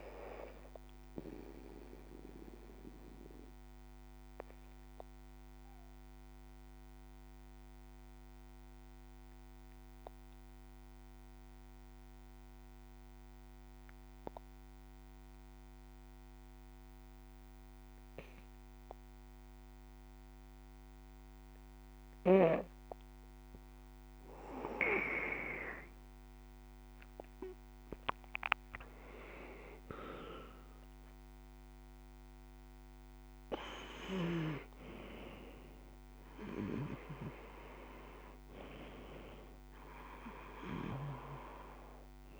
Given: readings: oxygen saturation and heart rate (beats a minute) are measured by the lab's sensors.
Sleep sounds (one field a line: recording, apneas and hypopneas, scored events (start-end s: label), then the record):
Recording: breathing in sleep by a microphone on the trachea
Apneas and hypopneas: 1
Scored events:
0.00-16.00 s: oxygen desaturation (device-marked, oxygen 81% lowest, heart rate 50 extreme)
2.50-23.00 s: obstructive apnea (oxygen 97% before, 81% lowest, heart rate 59 before, 55 extreme, up 9 after)
25.50-30.00 s: arousal
26.00-42.40 s: oxygen desaturation (device-marked, oxygen 97% before, 81% lowest, heart rate 60 before, 53 extreme)
From the record:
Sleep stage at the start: N2 (light sleep)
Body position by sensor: on the back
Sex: female